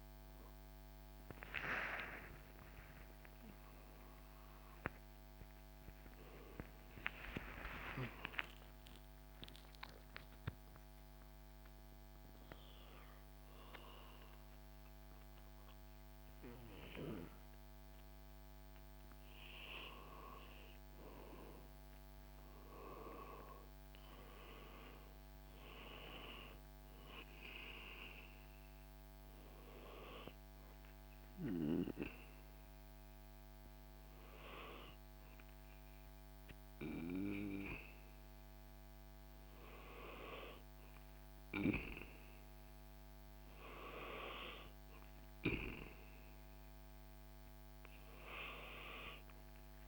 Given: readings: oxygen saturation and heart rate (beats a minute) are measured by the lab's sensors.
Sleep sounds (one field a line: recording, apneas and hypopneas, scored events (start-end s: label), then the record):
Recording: breathing in sleep by a microphone on the trachea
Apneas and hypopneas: 1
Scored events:
1.00-7.00 s: arousal
8.00-19.50 s: hypopnea (oxygen 95% before, 93% lowest, heart rate 75 before, 70 extreme, up 11 after)
22.50-26.00 s: arousal
29.00-42.00 s: oxygen desaturation (device-marked, oxygen 96% before, 93% lowest, heart rate 81 before, 70 extreme)
From the record:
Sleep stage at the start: N2 (light sleep)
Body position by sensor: on the back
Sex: male